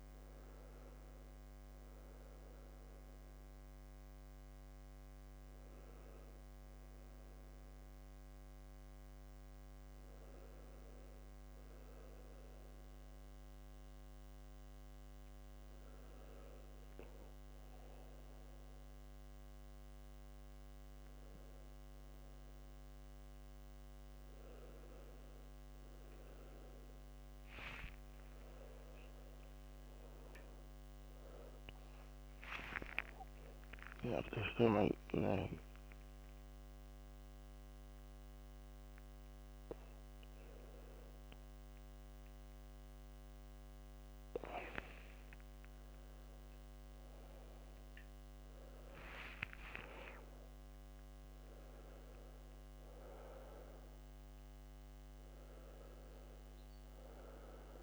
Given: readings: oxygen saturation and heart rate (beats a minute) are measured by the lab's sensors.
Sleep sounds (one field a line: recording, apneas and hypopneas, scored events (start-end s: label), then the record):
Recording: a person partly awake in a sleep study, by a microphone on the trachea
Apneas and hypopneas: none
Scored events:
27.00-29.00 s: long interval between heartbeats (device-marked, heart rate 77 before, 84 extreme)
35.50-37.50 s: long interval between heartbeats (device-marked, heart rate 79 before, 114 extreme)
36.00-57.83 s: new sleep stage, awake
40.50-42.50 s: long interval between heartbeats (device-marked, heart rate 92 before, 129 extreme)
43.50-45.50 s: long interval between heartbeats (device-marked, heart rate 99 before, 100 extreme)
From the record:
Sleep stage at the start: N2 (light sleep)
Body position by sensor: on the back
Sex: male